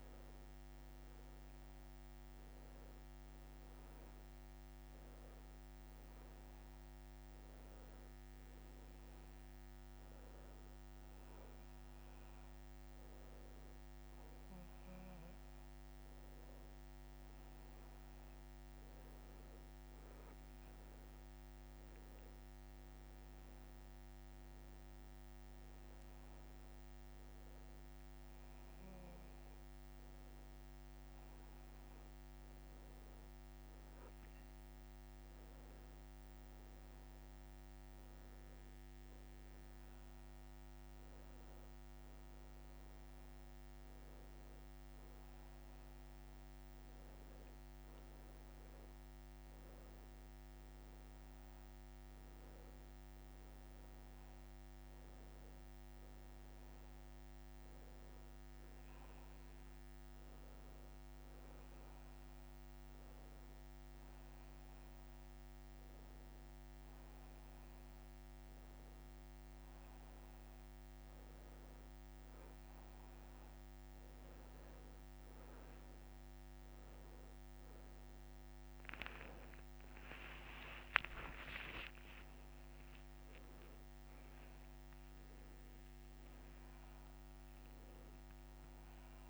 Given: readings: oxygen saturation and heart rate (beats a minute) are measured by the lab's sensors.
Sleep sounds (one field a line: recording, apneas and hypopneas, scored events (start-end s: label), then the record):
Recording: breathing in sleep, hard to hear, by a microphone on the trachea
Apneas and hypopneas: none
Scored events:
79.00-83.50 s: arousal
From the record:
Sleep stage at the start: N1 (lightest sleep)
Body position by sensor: on the back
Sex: male